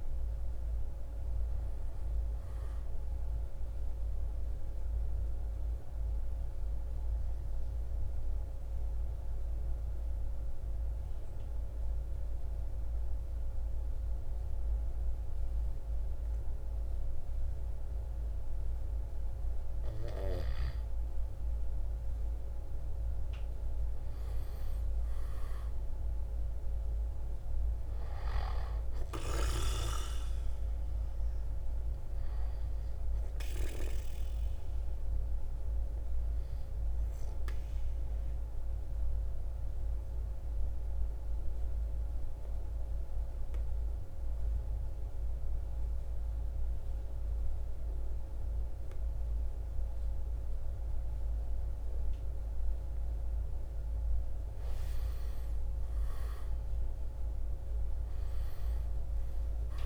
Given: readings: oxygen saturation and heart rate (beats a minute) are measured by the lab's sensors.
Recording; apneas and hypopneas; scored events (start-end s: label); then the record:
breathing in sleep by a room microphone; 2
0.00-6.00 s: drop in pulse transit time (device-marked, heart rate 56 extreme)
0.00-20.00 s: oxygen desaturation (device-marked, oxygen 97% before, 91% lowest, heart rate 55 before, 51 extreme)
1.00-59.86 s: new sleep stage, N2 (light sleep)
4.00-18.50 s: obstructive apnea (oxygen 97% before, 91% lowest, heart rate 56 before, 51 extreme, up 8 after)
22.50-26.00 s: arousal
29.00-52.00 s: oxygen desaturation (device-marked, oxygen 97% before, 91% lowest, heart rate 55 before, 50 extreme)
33.50-53.00 s: obstructive apnea (oxygen 97% before, 89% lowest, heart rate 56 before, 50 extreme, up 7 after)
55.00-59.50 s: arousal
From the record:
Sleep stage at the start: N1 (lightest sleep); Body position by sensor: on the back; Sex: male